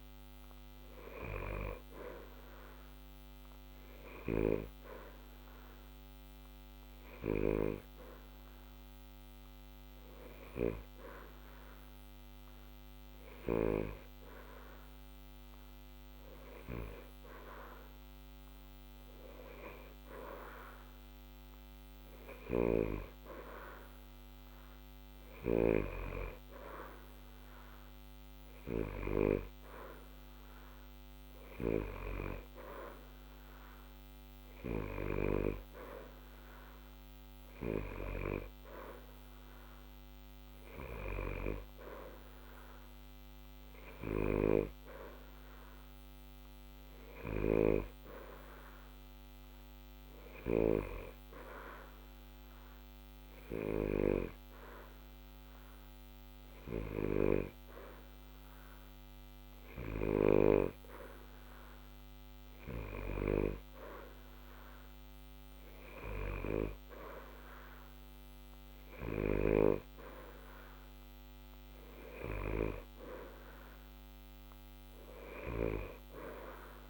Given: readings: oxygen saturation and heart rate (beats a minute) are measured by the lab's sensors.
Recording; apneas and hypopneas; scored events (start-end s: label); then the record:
breathing in sleep by a microphone on the trachea; none
none scored
From the record:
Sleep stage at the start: N2 (light sleep); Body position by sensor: on the back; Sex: male